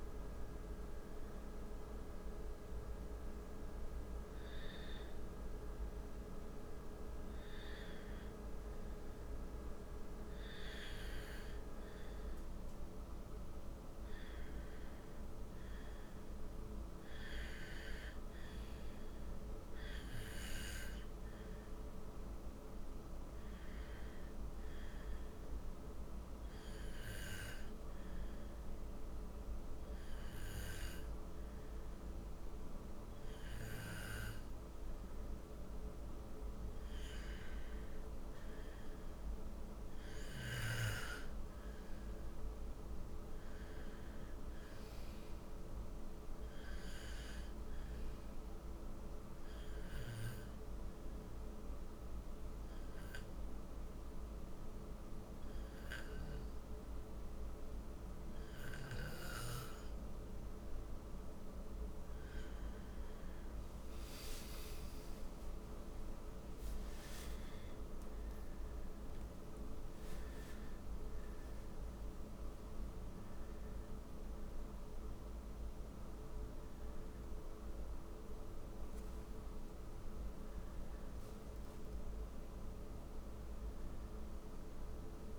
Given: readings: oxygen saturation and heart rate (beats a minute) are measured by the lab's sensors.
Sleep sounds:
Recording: breathing in sleep, hard to hear, by a room microphone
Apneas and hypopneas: 3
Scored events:
1.00-16.00 s: hypopnea (oxygen 93% before, 89% lowest, heart rate 75 before, 64 extreme, up 3 after)
16.00-30.00 s: oxygen desaturation (device-marked, oxygen 93% before, 90% lowest, heart rate 64 before, 65 extreme)
18.50-23.00 s: arousal
26.50-38.50 s: hypopnea (oxygen 93% before, 89% lowest, heart rate 65 before, 65 extreme, up 4 after)
41.00-45.50 s: arousal
51.00-63.00 s: hypopnea (oxygen 92% before, 89% lowest, heart rate 68 before, 61 extreme)
64.00-69.00 s: arousal
67.00-84.00 s: oxygen desaturation (device-marked, oxygen 93% before, 89% lowest, heart rate 71 before, 60 extreme)
From the record:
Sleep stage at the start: N2 (light sleep)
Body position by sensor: on the right side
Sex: male

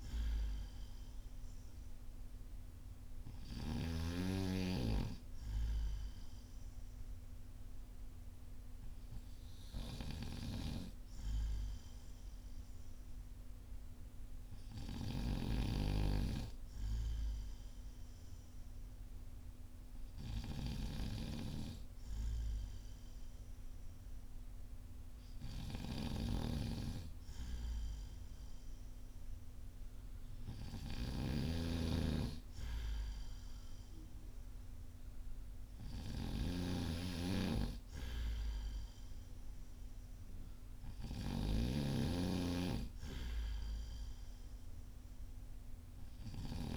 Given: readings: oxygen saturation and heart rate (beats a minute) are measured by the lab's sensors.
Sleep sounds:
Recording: breathing in sleep by a room microphone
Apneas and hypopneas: none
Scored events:
0.00-3.50 s: snoring (device-marked)
25.50-46.50 s: snoring (device-marked)
From the record:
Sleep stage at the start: N2 (light sleep)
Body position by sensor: on the back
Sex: male

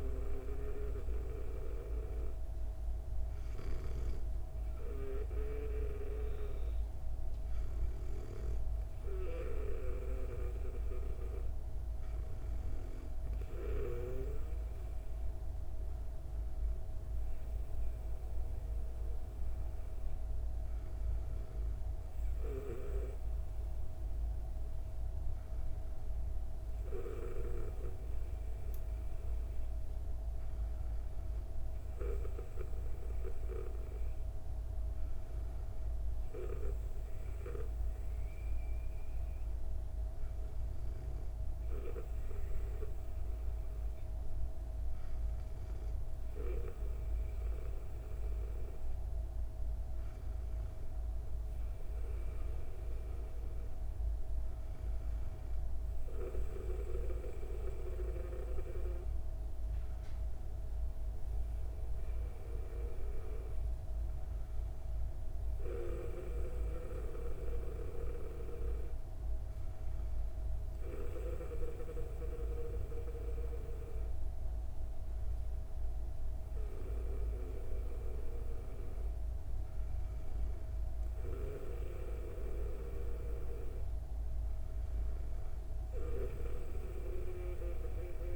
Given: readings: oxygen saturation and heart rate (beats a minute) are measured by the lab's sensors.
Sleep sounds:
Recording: breathing in sleep by a room microphone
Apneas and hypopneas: none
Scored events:
65.00-71.00 s: snoring (device-marked)
From the record:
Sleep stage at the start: N2 (light sleep)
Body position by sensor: on the back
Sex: female

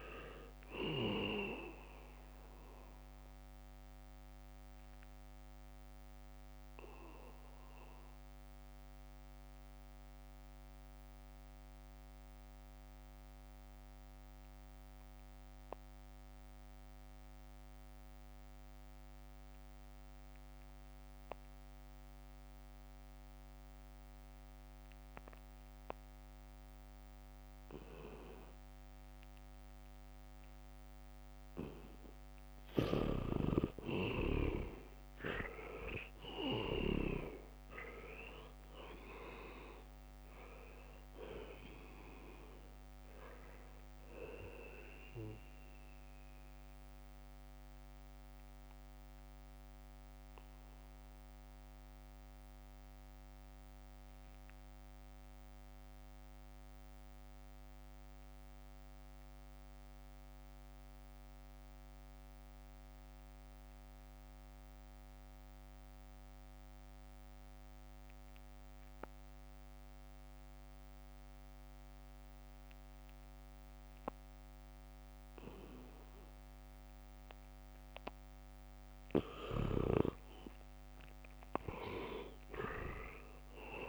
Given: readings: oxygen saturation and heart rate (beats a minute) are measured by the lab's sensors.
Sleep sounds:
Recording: breathing in sleep by a microphone on the trachea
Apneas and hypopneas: 2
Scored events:
0.00-19.00 s: oxygen desaturation (device-marked, oxygen 75% lowest, heart rate 64 extreme)
4.50-28.50 s: mixed apnea (oxygen 99% before, 75% lowest, heart rate 69 before, 67 extreme, up 2 after)
26.00-60.00 s: oxygen desaturation (device-marked, oxygen 99% before, 75% lowest, heart rate 73 before, 63 extreme)
30.00-31.50 s: leg movement (device-marked)
33.00-37.50 s: leg movement (device-marked)
34.50-38.00 s: arousal
38.00-42.00 s: leg movement (device-marked)
49.00-75.50 s: mixed apnea (oxygen 99% before, 75% lowest, heart rate 69 before, 63 extreme, up 5 after)
72.00-83.89 s: oxygen desaturation (device-marked, oxygen 99% before, 75% lowest, heart rate 72 before, 63 extreme)
73.00-74.50 s: leg movement (device-marked)
79.00-83.89 s: arousal
From the record:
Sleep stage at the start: N2 (light sleep)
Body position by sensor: on the back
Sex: male

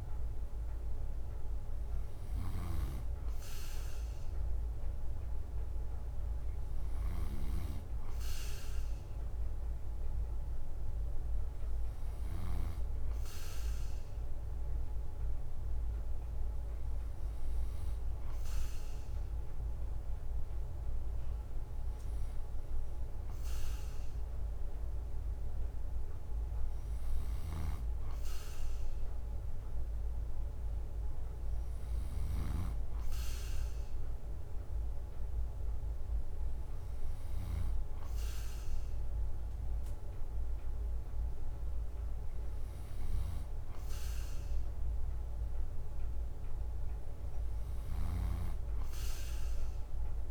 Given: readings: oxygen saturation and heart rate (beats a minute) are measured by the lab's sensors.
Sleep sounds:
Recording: breathing in sleep, hard to hear, by a room microphone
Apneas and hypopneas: none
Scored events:
0.00-12.50 s: snoring (device-marked)
27.00-50.31 s: snoring (device-marked)
From the record:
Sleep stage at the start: N2 (light sleep)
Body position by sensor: on the right side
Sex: male

